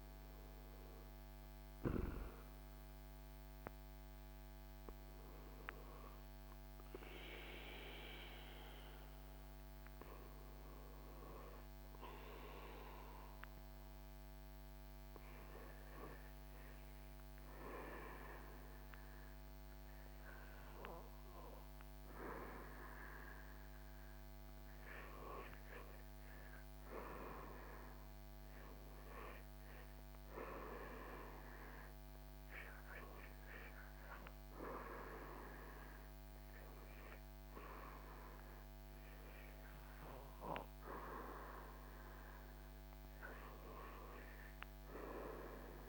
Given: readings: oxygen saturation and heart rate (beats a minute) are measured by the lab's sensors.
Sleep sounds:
breathing in sleep by a microphone on the trachea; 1
9.50-23.50 s: hypopnea (oxygen 97% before, 91% lowest, heart rate 73 before, 70 extreme, up 8 after)
25.50-29.50 s: arousal
From the record:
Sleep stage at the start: N2 (light sleep); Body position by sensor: on the back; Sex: male

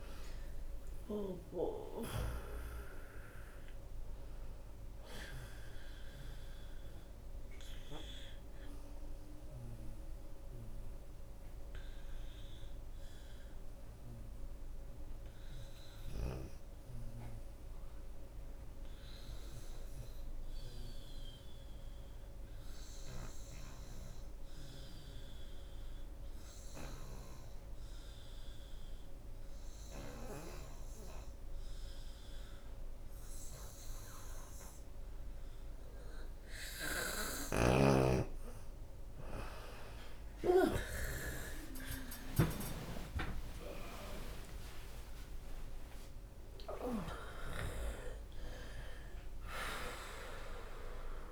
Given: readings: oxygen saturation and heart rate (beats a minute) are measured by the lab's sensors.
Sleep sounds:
breathing in sleep by a room microphone; 1
0.00-1.00 s: arousal
0.00-1.50 s: long interval between heartbeats (device-marked, heart rate 54 extreme)
0.00-39.00 s: bradycardia (device-marked, heart rate 26 extreme)
1.50-3.50 s: long interval between heartbeats (device-marked, heart rate 71 before, 53 extreme)
2.00-16.00 s: oxygen desaturation (device-marked, oxygen 95% before, 86% lowest, heart rate 70 before, 26 extreme)
3.50-5.50 s: long interval between heartbeats (device-marked, heart rate 68 before, 54 extreme)
7.50-9.50 s: long interval between heartbeats (device-marked, heart rate 64 before, 39 extreme)
8.00-34.50 s: obstructive apnea (oxygen 95% before, 84% lowest, heart rate 62 before, 29 extreme, up 29 after)
12.50-14.50 s: long interval between heartbeats (device-marked, heart rate 54 before, 35 extreme)
15.50-17.50 s: long interval between heartbeats (device-marked, heart rate 49 before, 38 extreme)
19.50-21.50 s: long interval between heartbeats (device-marked, heart rate 43 before, 34 extreme)
23.50-25.50 s: long interval between heartbeats (device-marked, heart rate 38 before, 39 extreme)
26.50-28.50 s: long interval between heartbeats (device-marked, heart rate 36 before, 42 extreme)
30.00-51.32 s: oxygen desaturation (device-marked, oxygen 96% before, 84% lowest, heart rate 36 before, 45 extreme)
30.50-32.50 s: long interval between heartbeats (device-marked, heart rate 36 before, 41 extreme)
34.50-36.50 s: long interval between heartbeats (device-marked, heart rate 37 before, 45 extreme)
37.00-39.00 s: long interval between heartbeats (device-marked, heart rate 39 before, 47 extreme)
37.00-42.50 s: arousal
43.00-45.00 s: long interval between heartbeats (device-marked, heart rate 44 before, 97 extreme)
From the record:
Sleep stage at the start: N2 (light sleep); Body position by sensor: on the right side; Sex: female

